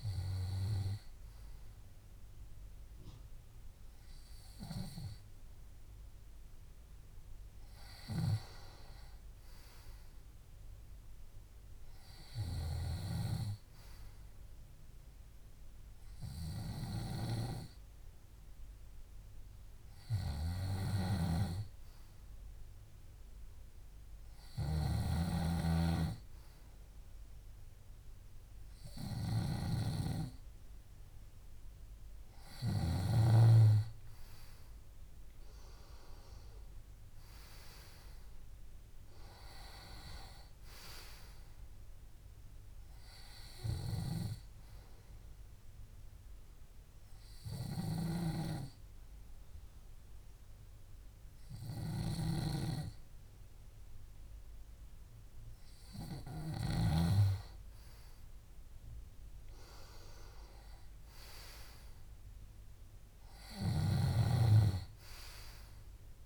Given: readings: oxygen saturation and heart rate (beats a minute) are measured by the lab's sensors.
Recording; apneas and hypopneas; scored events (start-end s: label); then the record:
breathing in sleep by a room microphone; 1
35.00-39.50 s: arousal
45.50-56.00 s: hypopnea (oxygen 98% before, 95% lowest, heart rate 68 before, 65 extreme, up 3 after)
From the record:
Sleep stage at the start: N2 (light sleep); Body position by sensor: on the left side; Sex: male